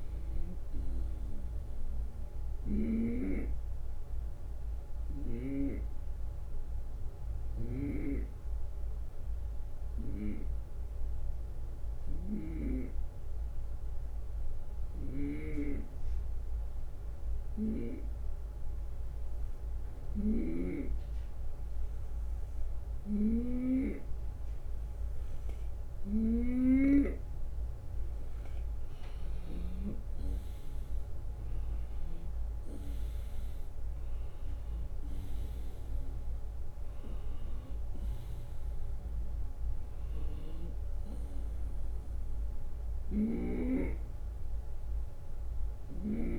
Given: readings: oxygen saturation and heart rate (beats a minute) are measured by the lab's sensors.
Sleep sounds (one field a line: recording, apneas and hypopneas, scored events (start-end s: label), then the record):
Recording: breathing in sleep by a room microphone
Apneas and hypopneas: 1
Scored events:
0.00-2.00 s: oxygen desaturation (device-marked, oxygen 91% lowest)
2.00-17.00 s: obstructive apnea (oxygen 95% before, 91% lowest)
7.50-12.50 s: snoring (device-marked)
14.50-26.50 s: snoring (device-marked)
29.00-34.00 s: arousal
34.50-36.50 s: long interval between heartbeats (device-marked)
From the record:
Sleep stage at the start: N2 (light sleep)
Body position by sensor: on the right side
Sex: male